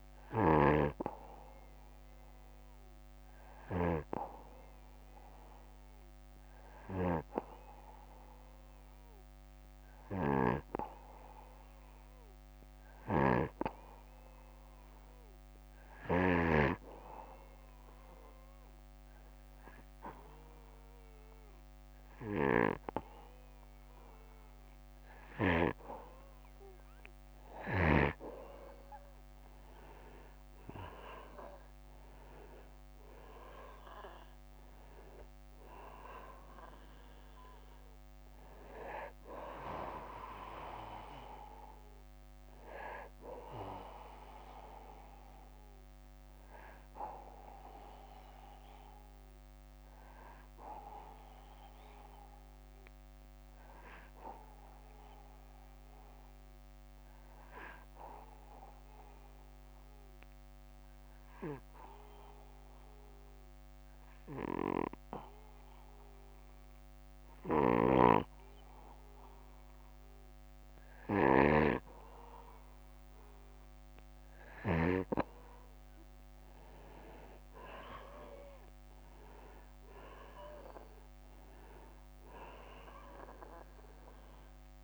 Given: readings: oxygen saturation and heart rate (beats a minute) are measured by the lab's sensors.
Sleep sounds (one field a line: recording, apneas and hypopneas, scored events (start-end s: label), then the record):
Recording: breathing in sleep by a microphone on the trachea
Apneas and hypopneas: 2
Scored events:
0.00-13.00 s: snoring (device-marked)
3.50-23.50 s: obstructive apnea (oxygen 98% before, 91% lowest, heart rate 60 before, 59 extreme, up 3 after)
21.50-25.00 s: snoring (device-marked)
28.00-48.00 s: oxygen desaturation (device-marked, oxygen 95% before, 92% lowest, heart rate 61 before, 58 extreme)
30.00-35.00 s: arousal
48.50-72.50 s: obstructive apnea (oxygen 95% before, 91% lowest, heart rate 64 before, 56 extreme, up 2 after)
66.50-74.00 s: snoring (device-marked)
77.50-81.50 s: arousal
From the record:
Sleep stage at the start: N2 (light sleep)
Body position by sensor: on the back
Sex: male